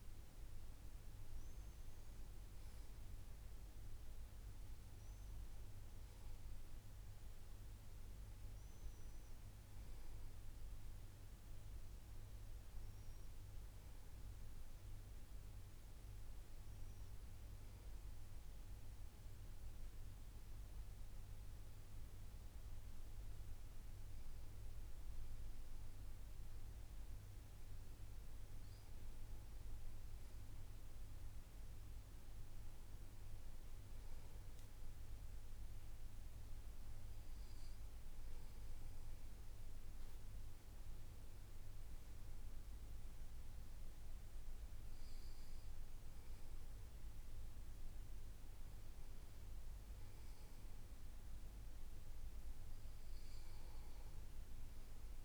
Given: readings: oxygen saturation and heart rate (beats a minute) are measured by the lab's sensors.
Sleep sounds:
breathing in sleep, hard to hear, by a room microphone; 1
0.00-10.50 s: oxygen desaturation (device-marked, oxygen 91% lowest, heart rate 55 extreme)
12.00-15.50 s: arousal
18.50-29.50 s: hypopnea (oxygen 99% before, 93% lowest, heart rate 59 before, 55 extreme, up 4 after)
32.00-36.50 s: arousal
From the record:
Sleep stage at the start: N2 (light sleep); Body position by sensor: on the right side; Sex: male

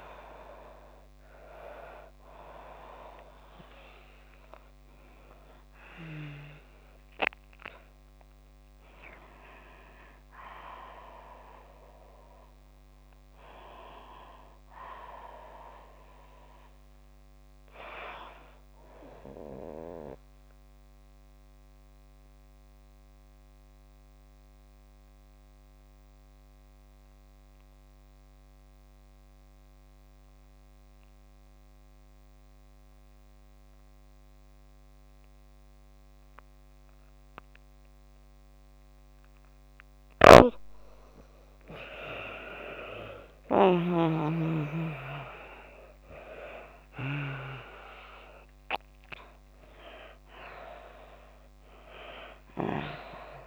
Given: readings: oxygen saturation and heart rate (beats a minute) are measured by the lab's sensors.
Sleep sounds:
breathing in sleep by a microphone on the trachea; 1
0.00-23.50 s: oxygen desaturation (device-marked, oxygen 85% lowest)
19.50-40.00 s: obstructive apnea (oxygen 95% before, 87% lowest)
39.50-44.00 s: snoring (device-marked)
41.50-53.47 s: oxygen desaturation (device-marked, oxygen 97% before, 89% lowest)
47.50-53.47 s: new sleep stage, awake
From the record:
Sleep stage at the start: N2 (light sleep); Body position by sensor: on the back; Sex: female

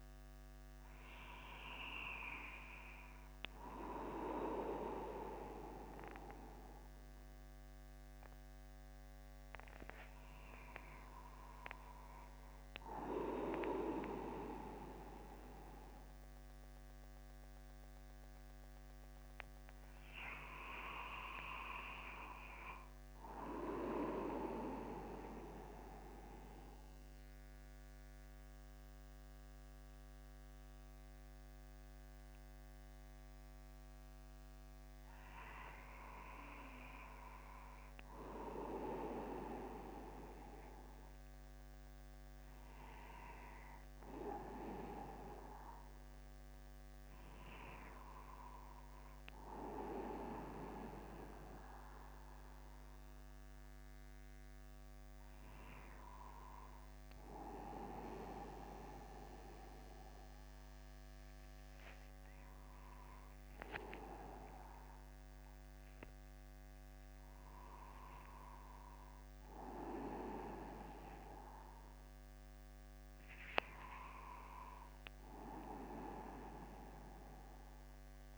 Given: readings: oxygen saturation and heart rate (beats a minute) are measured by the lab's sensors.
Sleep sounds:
a person awake in a sleep study, by a microphone on the trachea; none
none scored
From the record:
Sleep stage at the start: awake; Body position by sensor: upright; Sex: male

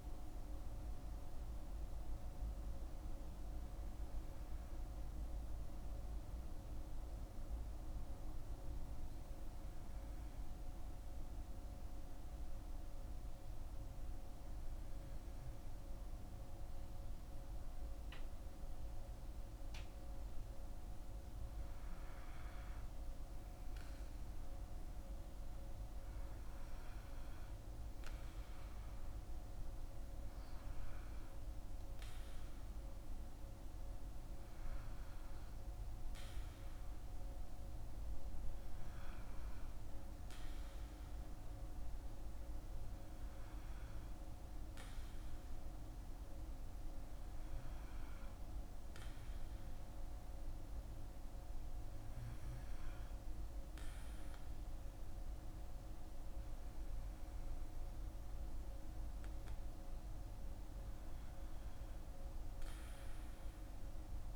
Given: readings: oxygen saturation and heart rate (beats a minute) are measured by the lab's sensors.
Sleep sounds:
breathing in sleep, hard to hear, by a room microphone; none
none scored
From the record:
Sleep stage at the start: N2 (light sleep); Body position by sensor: on the back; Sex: male

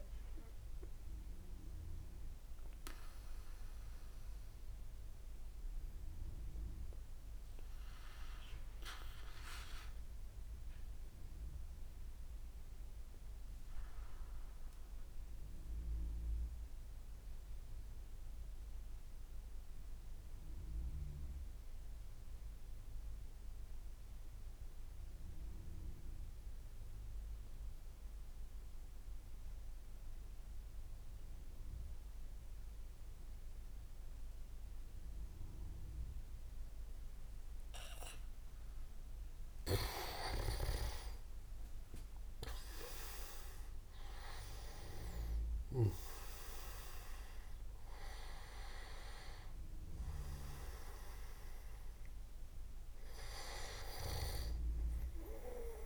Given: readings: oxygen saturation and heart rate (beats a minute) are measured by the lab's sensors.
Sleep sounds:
breathing in sleep by a room microphone; 1
0.00-6.50 s: oxygen desaturation (device-marked, oxygen 93% lowest, heart rate 39 extreme)
2.00-38.50 s: mixed apnea (oxygen 98% before, 94% lowest)
40.00-44.00 s: arousal
49.50-54.50 s: oxygen desaturation (device-marked, oxygen 98% before, 95% lowest, heart rate 60 before, 34 extreme)
From the record:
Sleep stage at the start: N2 (light sleep); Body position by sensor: on the back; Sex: male

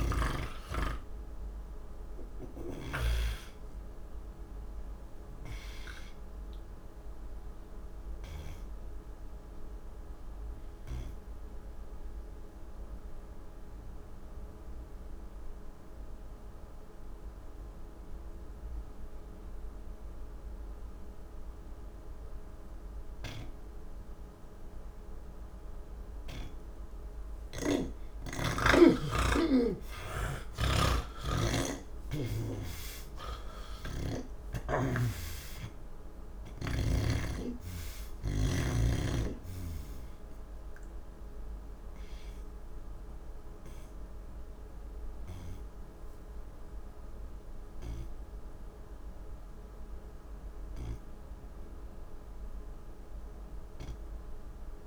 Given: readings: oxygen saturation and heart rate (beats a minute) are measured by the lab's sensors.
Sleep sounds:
breathing in sleep by a room microphone; none
29.50-34.00 s: snoring (device-marked)
34.50-51.50 s: oxygen desaturation (device-marked, oxygen 91% before, 82% lowest, heart rate 86 before, 71 extreme)
From the record:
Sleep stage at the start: N2 (light sleep); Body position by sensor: on the back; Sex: male

